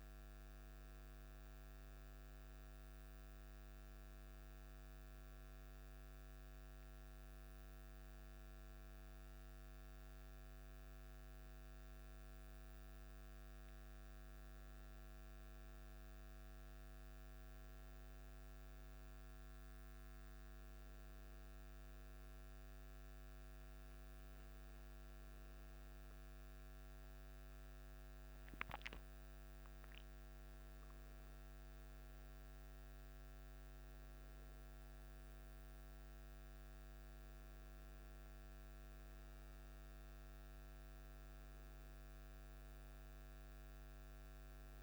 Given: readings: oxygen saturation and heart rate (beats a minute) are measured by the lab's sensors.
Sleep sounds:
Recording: breathing in sleep, hard to hear, by a microphone on the trachea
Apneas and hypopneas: none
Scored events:
none scored
From the record:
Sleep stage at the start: N1 (lightest sleep)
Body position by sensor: on the back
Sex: male

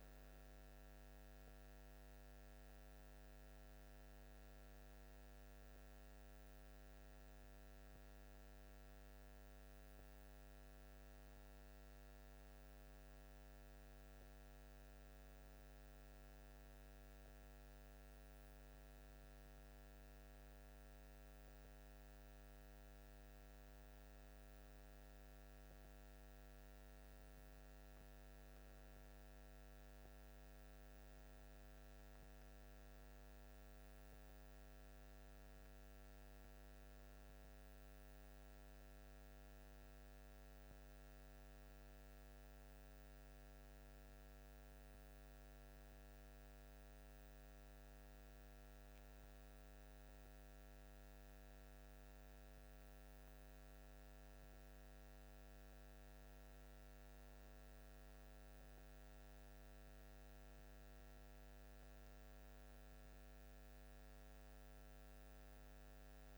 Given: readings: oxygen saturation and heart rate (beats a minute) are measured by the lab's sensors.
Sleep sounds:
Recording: a person partly awake in a sleep study, hard to hear, by a microphone on the trachea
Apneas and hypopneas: none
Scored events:
24.00-66.38 s: new sleep stage, N1 (lightest sleep)
From the record:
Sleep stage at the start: awake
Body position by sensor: on the back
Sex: male

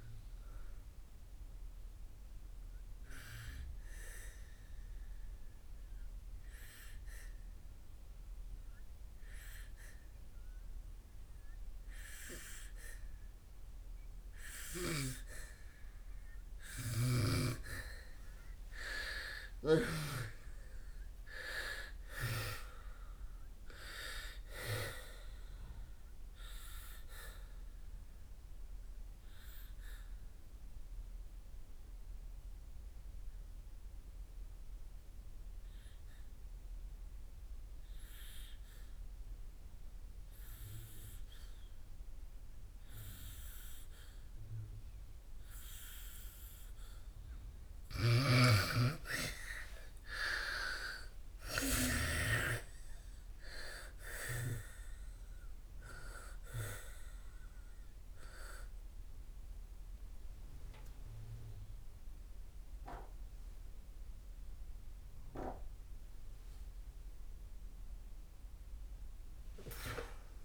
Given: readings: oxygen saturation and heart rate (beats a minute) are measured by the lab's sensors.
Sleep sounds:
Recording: breathing in sleep by a room microphone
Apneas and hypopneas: 2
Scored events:
0.00-10.00 s: oxygen desaturation (device-marked, oxygen 82% lowest, heart rate 65 extreme)
2.00-70.45 s: new sleep stage, N2 (light sleep)
3.00-15.50 s: obstructive apnea (oxygen 97% before, 83% lowest, heart rate 109 before, 61 extreme, up 15 after)
18.00-22.50 s: arousal
21.00-39.00 s: oxygen desaturation (device-marked, oxygen 98% before, 89% lowest, heart rate 69 before, 61 extreme)
26.00-46.50 s: obstructive apnea (oxygen 98% before, 83% lowest, heart rate 72 before, 61 extreme, up 28 after)
44.00-70.45 s: oxygen desaturation (device-marked, oxygen 98% before, 83% lowest, heart rate 70 before, 64 extreme)
49.00-53.00 s: arousal
From the record:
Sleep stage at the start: N1 (lightest sleep)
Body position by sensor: on the back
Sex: female

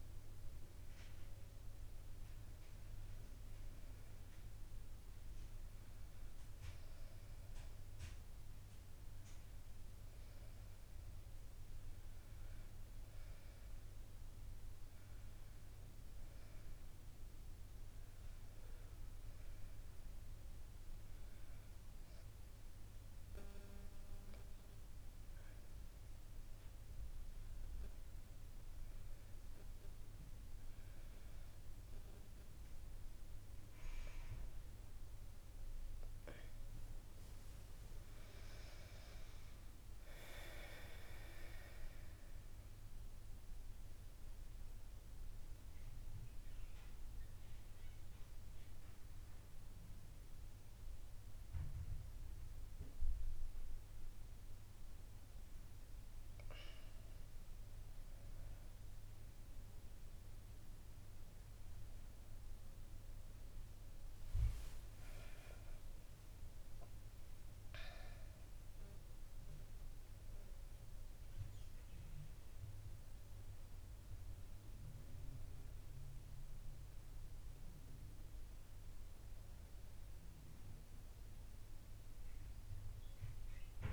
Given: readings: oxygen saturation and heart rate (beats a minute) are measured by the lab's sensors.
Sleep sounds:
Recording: breathing in sleep by a room microphone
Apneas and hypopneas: 1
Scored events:
36.50-40.00 s: arousal
42.00-57.00 s: central apnea (oxygen 96% before, 94% lowest, heart rate 72 before, 69 extreme, up 4 after)
63.00-67.50 s: arousal
From the record:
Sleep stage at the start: N1 (lightest sleep)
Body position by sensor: on the back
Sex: female

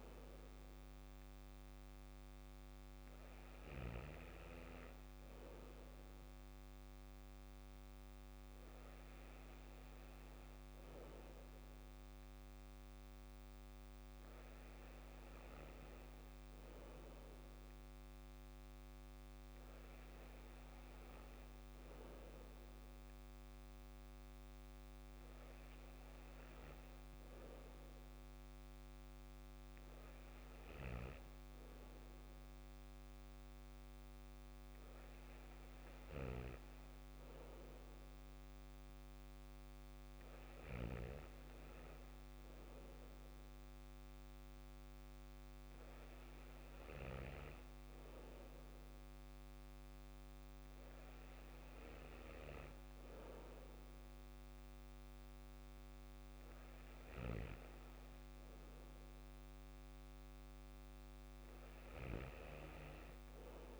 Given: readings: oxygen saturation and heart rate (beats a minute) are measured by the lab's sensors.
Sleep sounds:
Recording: breathing in sleep by a microphone on the trachea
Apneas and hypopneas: none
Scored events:
none scored
From the record:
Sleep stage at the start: N2 (light sleep)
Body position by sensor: on the back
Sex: male

